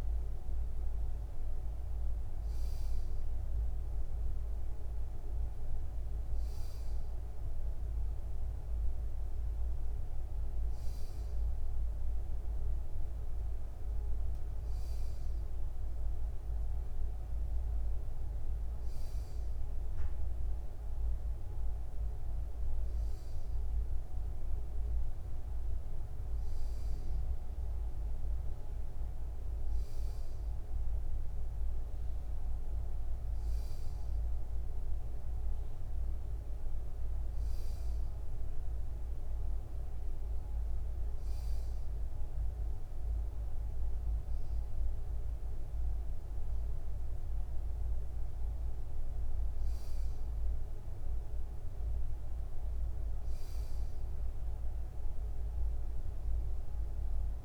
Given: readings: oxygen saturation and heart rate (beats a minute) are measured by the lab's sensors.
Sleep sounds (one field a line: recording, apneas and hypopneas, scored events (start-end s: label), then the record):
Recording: breathing in sleep, hard to hear, by a room microphone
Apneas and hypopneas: none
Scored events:
50.50-52.50 s: long interval between heartbeats (device-marked, heart rate 83 before, 80 extreme)
From the record:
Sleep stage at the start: N2 (light sleep)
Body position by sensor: on the back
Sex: male